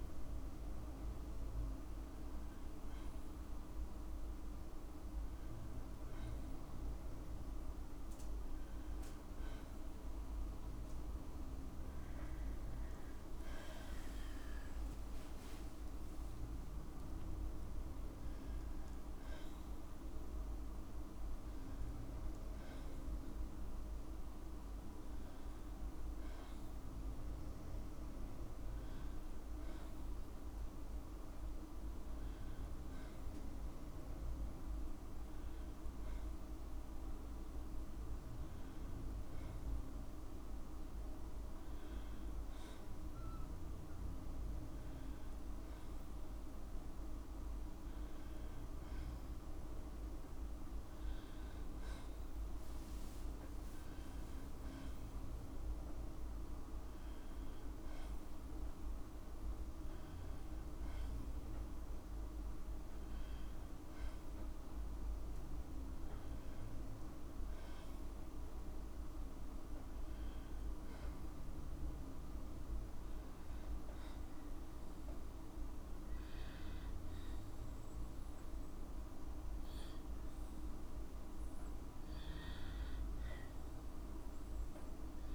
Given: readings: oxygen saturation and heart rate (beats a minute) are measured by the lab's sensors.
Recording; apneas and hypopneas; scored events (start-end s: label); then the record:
breathing in sleep, hard to hear, by a room microphone; none
9.50-85.35 s: new sleep stage, N2 (light sleep)
17.50-19.50 s: long interval between heartbeats (device-marked, heart rate 59 before, 69 extreme)
20.50-22.50 s: long interval between heartbeats (device-marked, heart rate 60 before, 78 extreme)
31.00-33.00 s: long interval between heartbeats (device-marked, heart rate 63 before, 60 extreme)
46.00-48.00 s: long interval between heartbeats (device-marked, heart rate 58 before, 62 extreme)
50.00-52.00 s: long interval between heartbeats (device-marked, heart rate 59 before, 74 extreme)
71.50-73.50 s: long interval between heartbeats (device-marked, heart rate 62 before, 61 extreme)
From the record:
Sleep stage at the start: N1 (lightest sleep); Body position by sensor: on the back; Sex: female